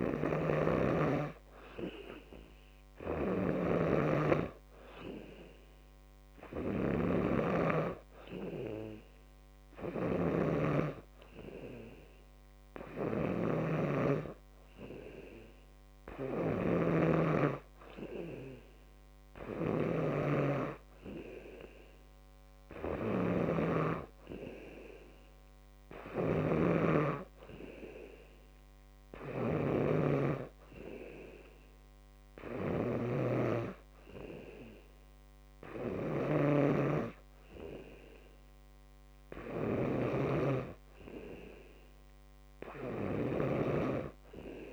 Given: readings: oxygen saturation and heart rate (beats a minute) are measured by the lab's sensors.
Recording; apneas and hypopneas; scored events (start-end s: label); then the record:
breathing in sleep by a microphone on the trachea; none
0.50-4.50 s: snoring (device-marked)
2.00-18.00 s: oxygen desaturation (device-marked, oxygen 95% before, 89% lowest, heart rate 58 before, 57 extreme)
26.50-30.50 s: snoring (device-marked)
From the record:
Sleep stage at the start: N2 (light sleep); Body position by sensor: on the back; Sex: male